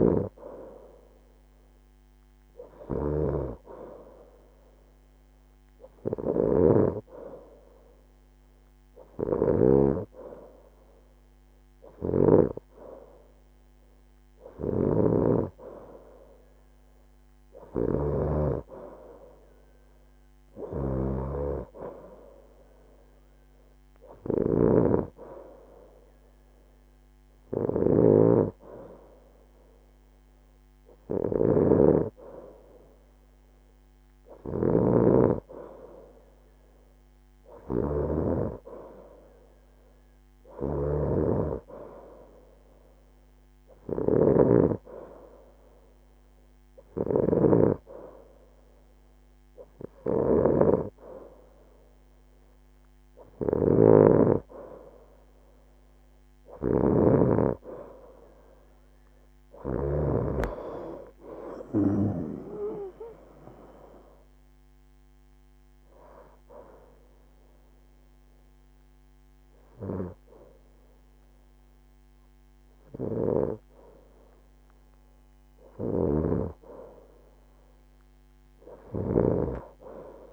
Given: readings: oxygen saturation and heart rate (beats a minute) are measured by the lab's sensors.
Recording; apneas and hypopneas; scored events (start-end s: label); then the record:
breathing in sleep by a microphone on the trachea; 1
62.50-74.50 s: hypopnea (oxygen 91% before, 88% lowest, heart rate 80 before, 71 extreme, up 0 after)
77.00-80.33 s: arousal
From the record:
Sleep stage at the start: N2 (light sleep); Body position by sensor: on the right side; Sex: female